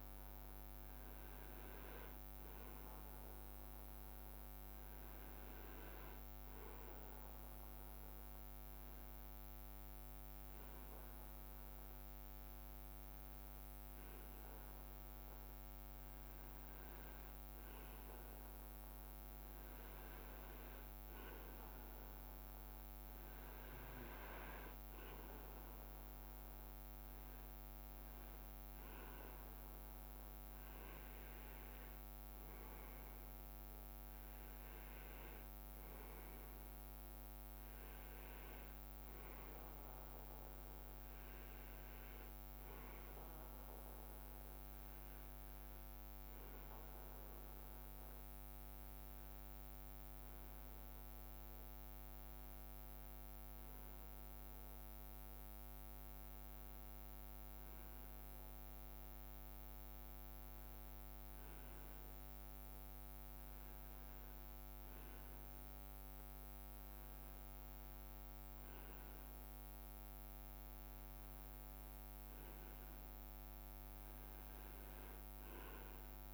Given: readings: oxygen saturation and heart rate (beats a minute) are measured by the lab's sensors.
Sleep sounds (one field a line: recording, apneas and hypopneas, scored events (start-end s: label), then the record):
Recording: breathing in sleep, hard to hear, by a microphone on the trachea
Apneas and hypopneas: none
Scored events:
none scored
From the record:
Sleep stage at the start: REM sleep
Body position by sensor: on the right side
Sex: male